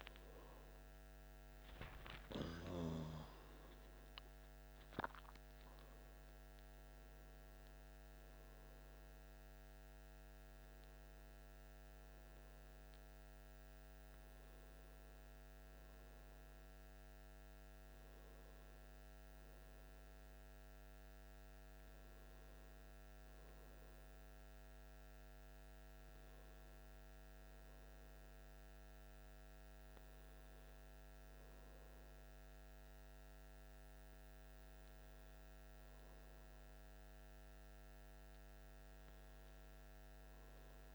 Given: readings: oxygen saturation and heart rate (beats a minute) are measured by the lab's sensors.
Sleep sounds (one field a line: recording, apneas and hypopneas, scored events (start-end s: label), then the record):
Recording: breathing in sleep, hard to hear, by a microphone on the trachea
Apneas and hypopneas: none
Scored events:
0.00-1.50 s: arousal
From the record:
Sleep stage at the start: N1 (lightest sleep)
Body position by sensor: on the back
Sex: male